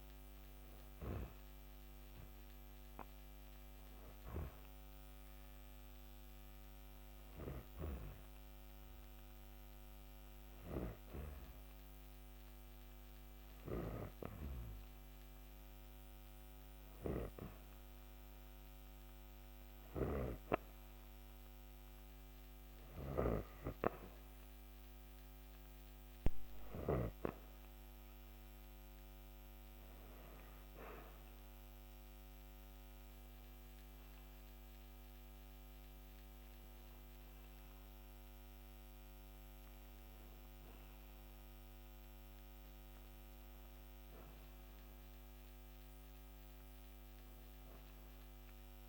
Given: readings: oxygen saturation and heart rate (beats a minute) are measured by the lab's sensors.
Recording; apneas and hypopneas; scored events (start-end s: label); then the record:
breathing in sleep by a microphone on the trachea; 1
5.00-22.00 s: hypopnea (oxygen 94% before, 91% lowest, heart rate 57 before, 49 extreme, up 15 after)
25.00-28.50 s: arousal
From the record:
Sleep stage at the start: N2 (light sleep); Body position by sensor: on the back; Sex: female